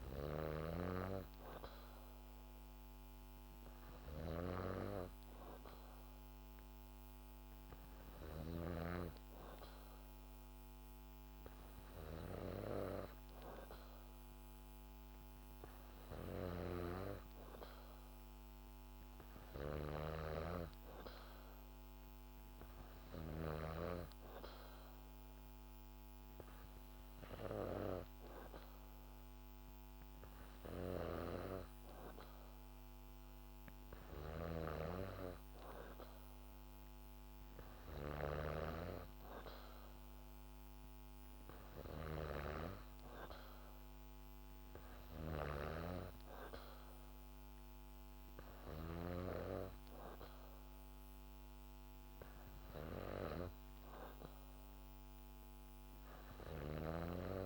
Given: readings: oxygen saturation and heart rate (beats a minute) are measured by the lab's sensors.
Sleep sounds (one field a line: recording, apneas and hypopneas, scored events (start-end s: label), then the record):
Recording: breathing in sleep by a microphone on the trachea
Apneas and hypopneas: none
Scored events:
34.00-38.50 s: snoring (device-marked)
From the record:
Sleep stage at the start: N2 (light sleep)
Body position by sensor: on the back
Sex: female